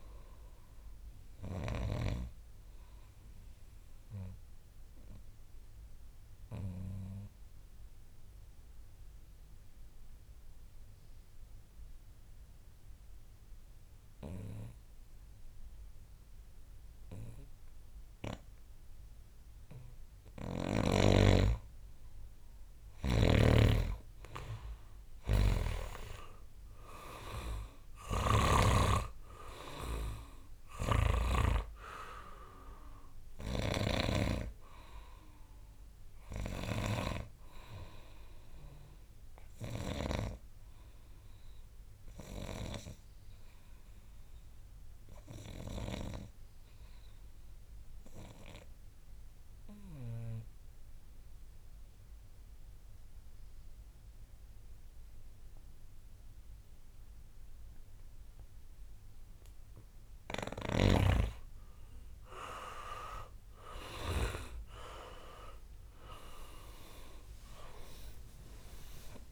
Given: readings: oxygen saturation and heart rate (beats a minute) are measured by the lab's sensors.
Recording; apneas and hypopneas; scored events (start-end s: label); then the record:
breathing in sleep by a room microphone; 2
0.00-18.00 s: oxygen desaturation (device-marked, oxygen 86% lowest, heart rate 55 extreme)
3.00-20.00 s: obstructive apnea (oxygen 99% before, 86% lowest, heart rate 70 before, 56 extreme, up 9 after)
22.00-25.00 s: arousal
28.00-31.50 s: snoring (device-marked)
32.00-50.00 s: oxygen desaturation (device-marked, oxygen 99% before, 87% lowest, heart rate 65 before, 63 extreme)
41.00-59.50 s: obstructive apnea (oxygen 99% before, 83% lowest, heart rate 67 before, 54 extreme, up 11 after)
62.50-66.50 s: arousal
63.00-69.32 s: oxygen desaturation (device-marked, oxygen 98% before, 83% lowest, heart rate 68 before, 54 extreme)
From the record:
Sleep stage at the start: N2 (light sleep); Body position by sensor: on the back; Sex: male